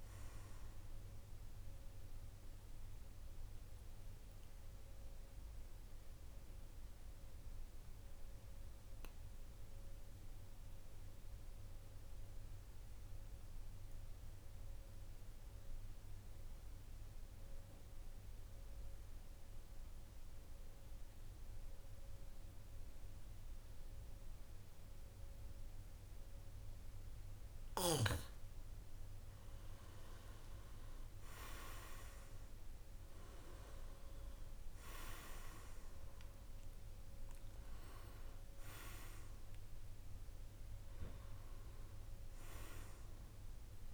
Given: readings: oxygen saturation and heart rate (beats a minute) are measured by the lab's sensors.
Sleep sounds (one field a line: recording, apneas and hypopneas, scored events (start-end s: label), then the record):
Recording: breathing in sleep by a room microphone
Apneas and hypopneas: 1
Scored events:
0.00-13.00 s: oxygen desaturation (device-marked, oxygen 90% lowest, heart rate 47 extreme)
2.00-26.00 s: obstructive apnea (oxygen 99% before, 90% lowest, heart rate 54 before, 47 extreme, up 8 after)
27.00-43.94 s: oxygen desaturation (device-marked, oxygen 99% before, 90% lowest, heart rate 49 before, 47 extreme)
27.50-31.50 s: arousal
From the record:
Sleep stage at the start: N2 (light sleep)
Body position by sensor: on the back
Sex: male